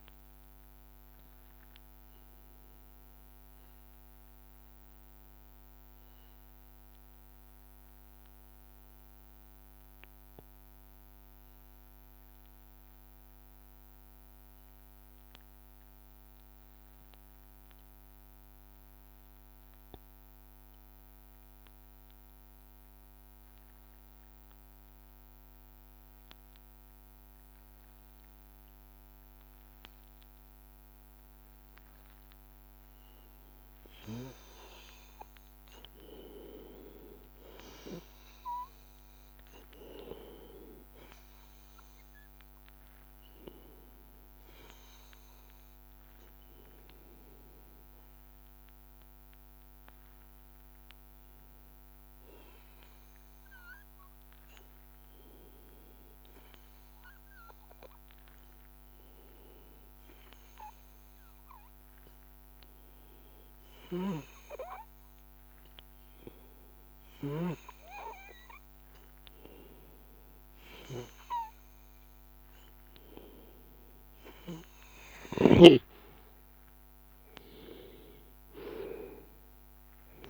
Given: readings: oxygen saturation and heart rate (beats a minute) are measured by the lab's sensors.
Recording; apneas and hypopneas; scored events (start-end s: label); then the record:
breathing in sleep by a microphone on the trachea; 2
0.00-8.50 s: oxygen desaturation (device-marked, oxygen 91% lowest, heart rate 80 extreme)
8.50-33.00 s: obstructive apnea (oxygen 96% before, 93% lowest, heart rate 84 before, 79 extreme, up 4 after)
29.50-62.50 s: oxygen desaturation (device-marked, oxygen 98% before, 93% lowest, heart rate 82 before, 79 extreme)
33.50-35.50 s: long interval between heartbeats (device-marked, heart rate 82 before, 81 extreme)
35.50-40.00 s: arousal
50.50-70.00 s: hypopnea (oxygen 98% before, 93% lowest, heart rate 82 before, 82 extreme, up 1 after)
72.00-75.50 s: arousal
From the record:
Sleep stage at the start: N2 (light sleep); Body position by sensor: on the back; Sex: male